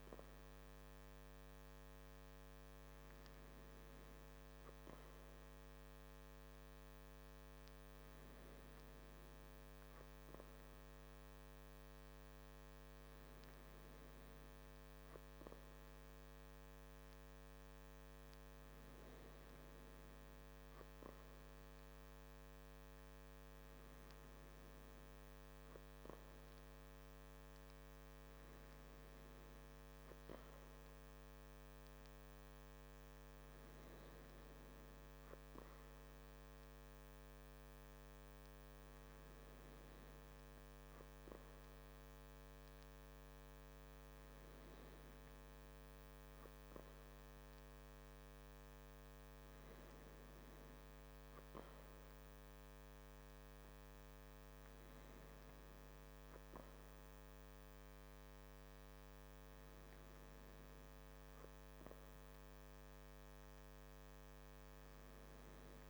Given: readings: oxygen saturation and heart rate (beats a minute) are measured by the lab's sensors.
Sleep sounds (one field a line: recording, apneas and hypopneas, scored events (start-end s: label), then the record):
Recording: breathing in sleep, hard to hear, by a microphone on the trachea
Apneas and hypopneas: none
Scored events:
none scored
From the record:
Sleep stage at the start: N3 (deep sleep)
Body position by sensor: on the back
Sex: male